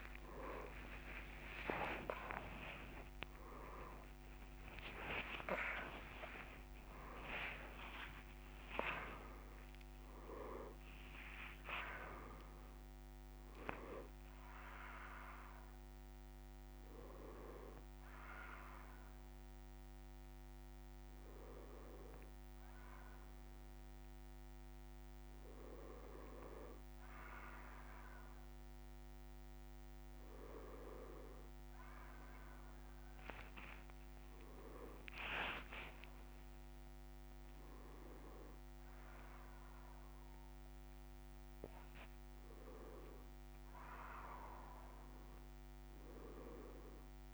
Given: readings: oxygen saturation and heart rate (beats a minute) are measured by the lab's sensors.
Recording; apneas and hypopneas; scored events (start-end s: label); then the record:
breathing in sleep by a microphone on the trachea; none
4.50-10.50 s: oxygen desaturation (device-marked, oxygen 95% before, 92% lowest)
From the record:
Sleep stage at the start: N3 (deep sleep); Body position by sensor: on the back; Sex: male